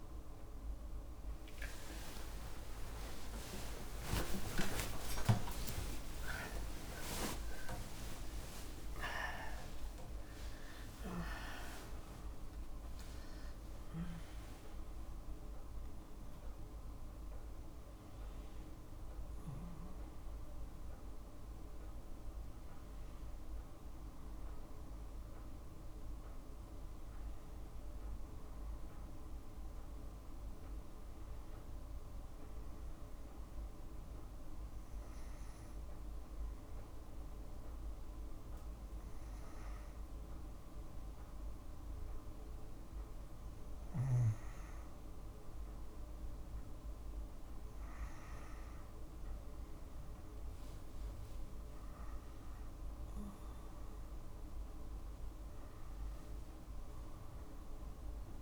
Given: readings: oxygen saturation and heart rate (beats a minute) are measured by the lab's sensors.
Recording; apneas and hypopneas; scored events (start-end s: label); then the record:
breathing in sleep by a room microphone; none
0.00-11.00 s: tachycardia (device-marked, heart rate 84 before, 185 extreme)
1.00-8.50 s: arousal
1.00-58.42 s: new sleep stage, N1 (lightest sleep)
10.00-31.00 s: oxygen desaturation (device-marked, oxygen 95% before, 91% lowest, heart rate 93 before, 60 extreme)
48.00-58.42 s: oxygen desaturation (device-marked, oxygen 98% before, 94% lowest, heart rate 61 before, 59 extreme)
49.50-53.50 s: arousal
From the record:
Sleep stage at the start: N2 (light sleep); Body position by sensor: on the left side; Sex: female